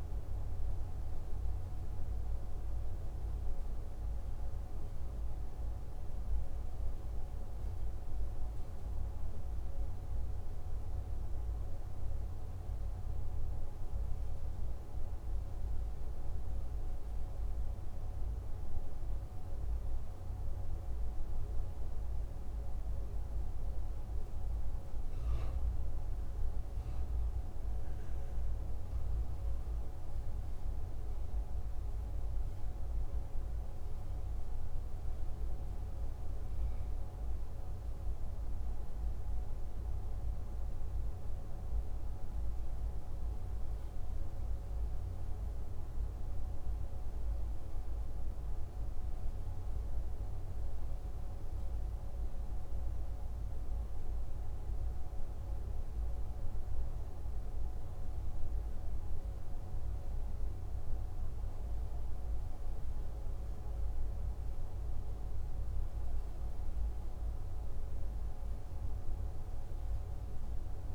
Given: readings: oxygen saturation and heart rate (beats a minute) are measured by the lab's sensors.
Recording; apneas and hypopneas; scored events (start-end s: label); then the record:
breathing in sleep, hard to hear, by a room microphone; none
61.00-65.00 s: arousal
From the record:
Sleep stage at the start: N2 (light sleep); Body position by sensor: on the back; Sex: male